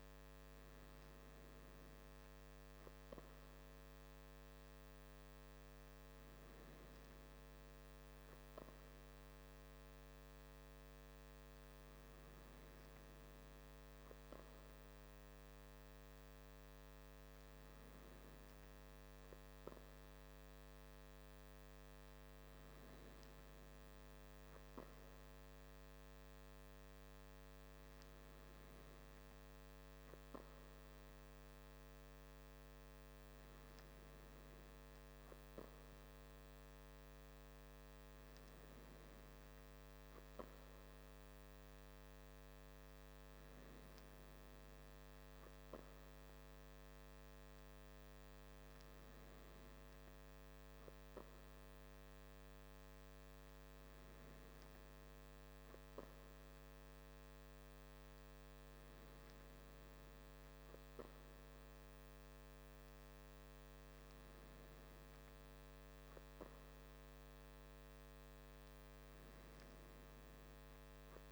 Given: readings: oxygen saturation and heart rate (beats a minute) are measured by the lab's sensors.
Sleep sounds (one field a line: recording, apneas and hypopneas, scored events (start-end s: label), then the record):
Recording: breathing in sleep, hard to hear, by a microphone on the trachea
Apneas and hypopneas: none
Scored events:
none scored
From the record:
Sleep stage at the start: N2 (light sleep)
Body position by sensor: on the back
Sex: male